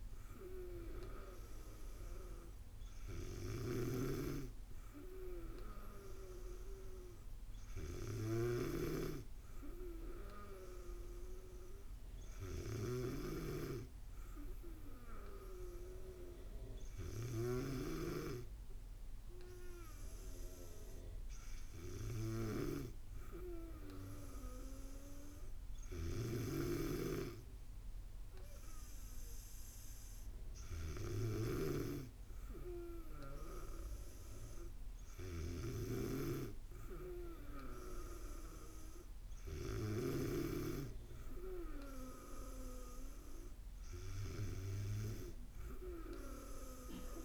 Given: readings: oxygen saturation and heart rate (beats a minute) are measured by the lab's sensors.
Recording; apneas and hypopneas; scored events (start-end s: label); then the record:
breathing in sleep by a room microphone; none
none scored
From the record:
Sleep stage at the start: N2 (light sleep); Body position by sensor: on the back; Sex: female